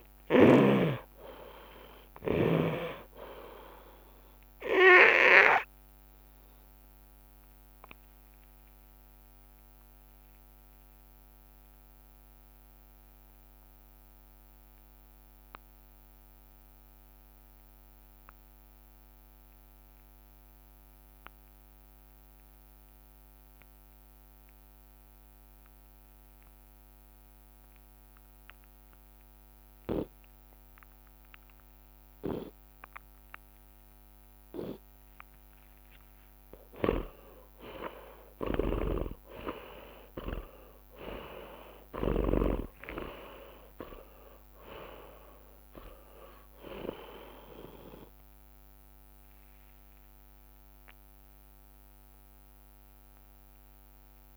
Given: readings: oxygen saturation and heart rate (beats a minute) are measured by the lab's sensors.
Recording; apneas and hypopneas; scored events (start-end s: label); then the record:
breathing in sleep by a microphone on the trachea; 1
0.00-2.00 s: long interval between heartbeats (device-marked, heart rate 65 before, 106 extreme)
0.00-11.50 s: drop in pulse transit time (device-marked, heart rate 74 extreme)
6.50-8.50 s: long interval between heartbeats (device-marked, heart rate 79 before, 82 extreme)
7.00-25.00 s: obstructive apnea (oxygen 98% before, 82% lowest, heart rate 79 before, 58 extreme, up 1 after)
19.50-29.50 s: oxygen desaturation (device-marked, oxygen 96% before, 86% lowest, heart rate 79 before, 58 extreme)
32.00-37.50 s: arousal
37.50-51.50 s: drop in pulse transit time (device-marked, heart rate 59 before, 61 extreme)
38.50-42.50 s: snoring (device-marked)
38.50-46.50 s: oxygen desaturation (device-marked, oxygen 97% before, 94% lowest, heart rate 59 before, 58 extreme)
From the record:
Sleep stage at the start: N2 (light sleep); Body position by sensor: on the back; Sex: male